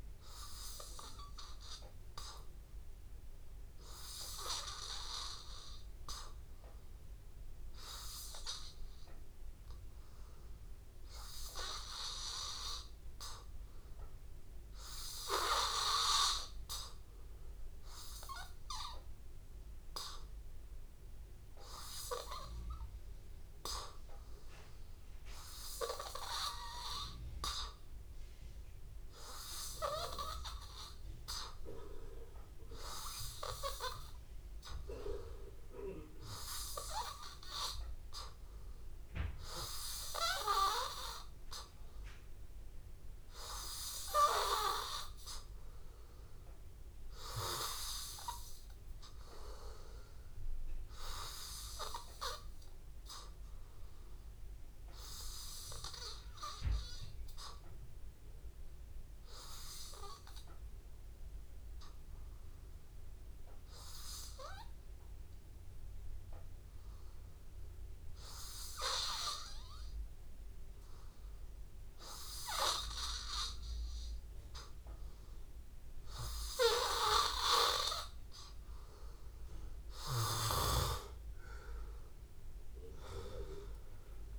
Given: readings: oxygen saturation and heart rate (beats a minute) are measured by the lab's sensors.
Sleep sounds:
breathing in sleep by a room microphone; 1
0.00-27.00 s: oxygen desaturation (device-marked, oxygen 92% lowest, heart rate 82 extreme)
40.50-45.00 s: arousal
52.00-65.00 s: hypopnea (oxygen 93% before, 91% lowest, heart rate 85 before, 73 extreme, up 0 after)
66.50-70.00 s: arousal
83.00-84.39 s: oxygen desaturation (device-marked, oxygen 95% before, 91% lowest, heart rate 82 before, 77 extreme)
From the record:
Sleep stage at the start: N2 (light sleep); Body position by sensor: on the back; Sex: male

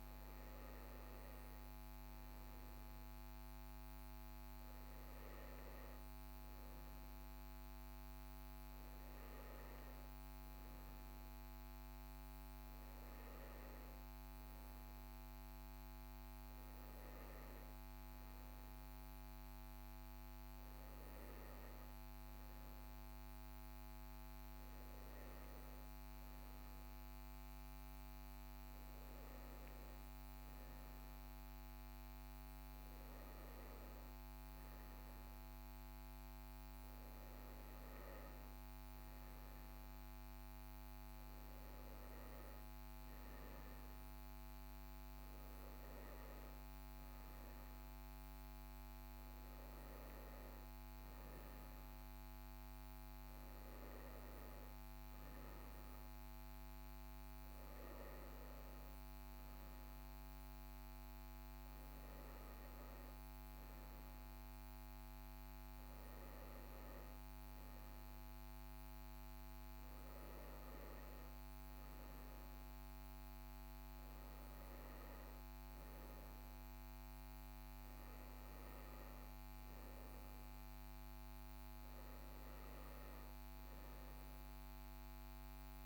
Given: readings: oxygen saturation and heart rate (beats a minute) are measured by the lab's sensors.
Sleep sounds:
breathing in sleep, hard to hear, by a microphone on the trachea; none
none scored
From the record:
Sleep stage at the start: N1 (lightest sleep); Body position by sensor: on the right side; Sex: male

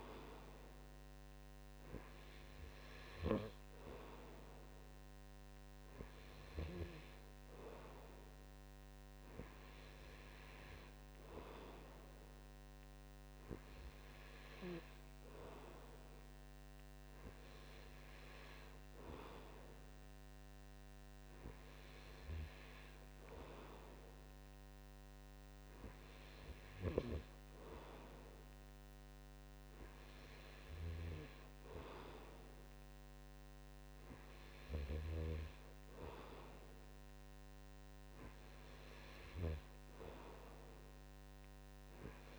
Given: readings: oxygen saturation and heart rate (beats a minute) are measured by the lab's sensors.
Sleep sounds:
breathing in sleep by a microphone on the trachea; none
none scored
From the record:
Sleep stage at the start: N2 (light sleep); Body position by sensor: on the right side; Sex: male

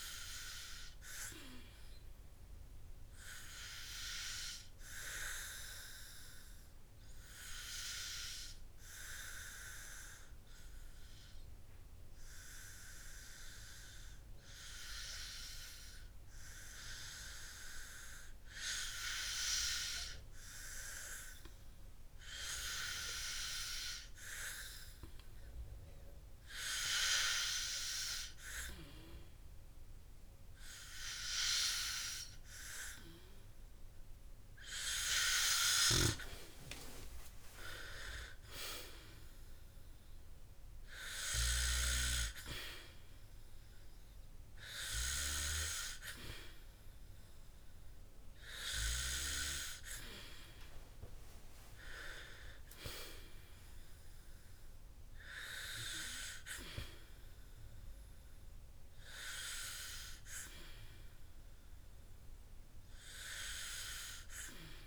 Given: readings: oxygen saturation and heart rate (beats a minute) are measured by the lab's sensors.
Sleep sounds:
breathing in sleep by a room microphone; 1
8.50-31.50 s: hypopnea (oxygen 98% before, 88% lowest, heart rate 65 before, 53 extreme, up 5 after)
17.00-27.00 s: oxygen desaturation (device-marked, oxygen 97% before, 94% lowest, heart rate 60 before, 56 extreme)
38.00-42.00 s: arousal
58.00-60.00 s: oxygen desaturation (device-marked, oxygen 96% before, 88% lowest, heart rate 62 before, 51 extreme)
From the record:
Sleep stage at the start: N2 (light sleep); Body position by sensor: on the back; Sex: male

